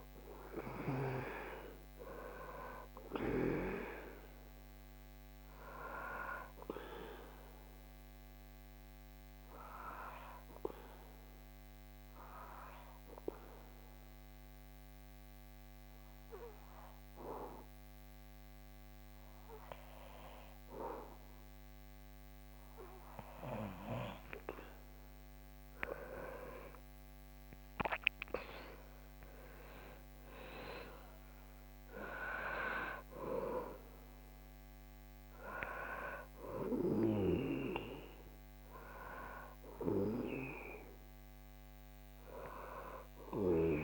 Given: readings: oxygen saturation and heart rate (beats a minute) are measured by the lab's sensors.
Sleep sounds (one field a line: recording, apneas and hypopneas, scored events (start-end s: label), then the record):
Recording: breathing in sleep by a microphone on the trachea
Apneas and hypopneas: 1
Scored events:
6.50-24.50 s: obstructive apnea (oxygen 98% before, 95% lowest, heart rate 71 before, 61 extreme, up 15 after)
26.00-31.50 s: arousal
From the record:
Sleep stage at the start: N2 (light sleep)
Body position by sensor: on the back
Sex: male